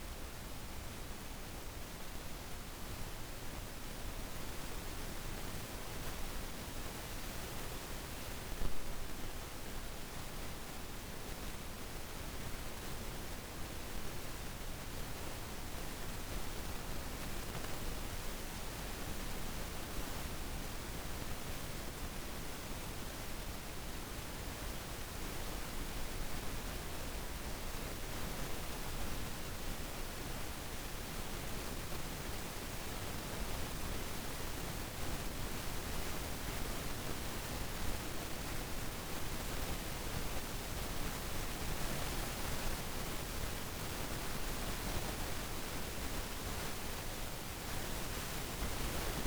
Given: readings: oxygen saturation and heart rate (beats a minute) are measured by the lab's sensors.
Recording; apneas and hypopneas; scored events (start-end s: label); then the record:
breathing in sleep, hard to hear, by a room microphone; none
none scored
From the record:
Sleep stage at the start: N1 (lightest sleep); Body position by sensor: on the back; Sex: female